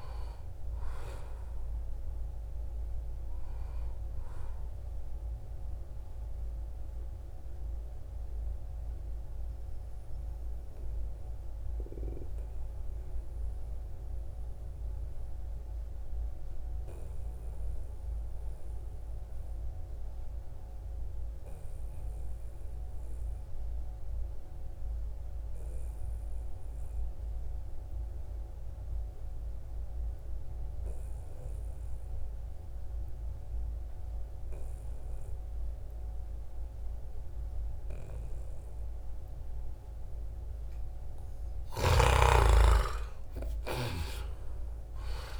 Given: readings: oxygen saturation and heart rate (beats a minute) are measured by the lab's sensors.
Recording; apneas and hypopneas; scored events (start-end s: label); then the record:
breathing in sleep by a room microphone; 1
0.00-13.00 s: oxygen desaturation (device-marked, oxygen 86% lowest, heart rate 63 extreme)
4.50-39.50 s: mixed apnea (oxygen 96% before, 86% lowest, heart rate 70 before, 63 extreme, up 12 after)
30.00-45.40 s: oxygen desaturation (device-marked, oxygen 97% before, 86% lowest, heart rate 66 before, 62 extreme)
41.00-45.00 s: arousal
From the record:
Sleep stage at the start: N2 (light sleep); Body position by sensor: on the back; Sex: male